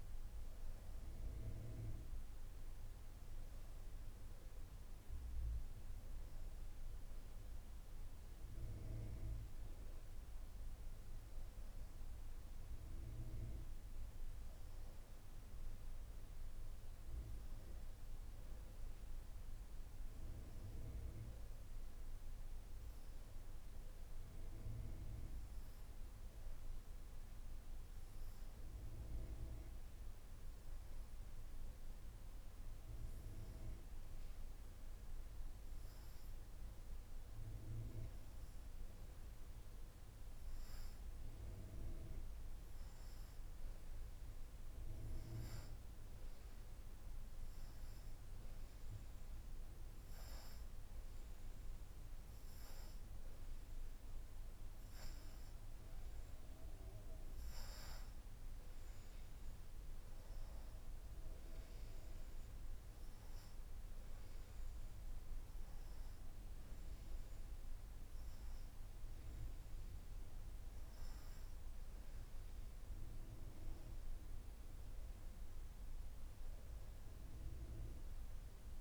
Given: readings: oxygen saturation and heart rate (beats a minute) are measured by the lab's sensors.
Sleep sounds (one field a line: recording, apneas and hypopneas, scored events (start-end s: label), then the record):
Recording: breathing in sleep, hard to hear, by a room microphone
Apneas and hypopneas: none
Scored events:
38.50-57.50 s: oxygen desaturation (device-marked, oxygen 95% before, 91% lowest, heart rate 88 before, 86 extreme)
From the record:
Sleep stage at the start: N2 (light sleep)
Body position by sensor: upright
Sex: female